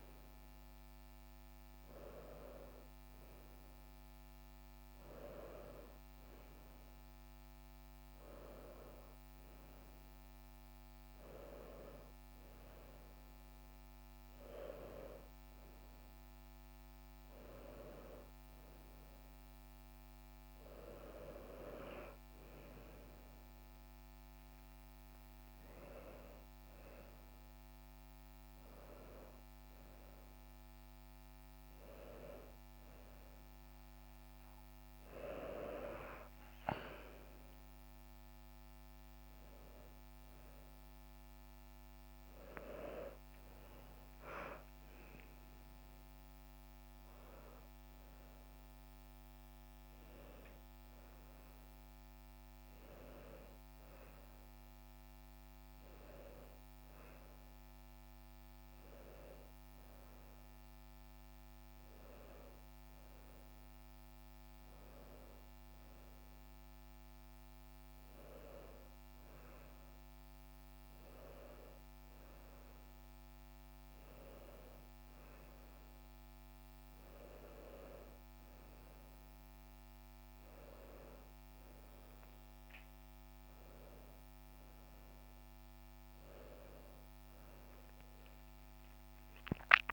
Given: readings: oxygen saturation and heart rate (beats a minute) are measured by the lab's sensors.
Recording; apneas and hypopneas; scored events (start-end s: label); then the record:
a person awake in a sleep study, by a microphone on the trachea; none
none scored
From the record:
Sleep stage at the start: awake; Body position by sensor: on the right side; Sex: female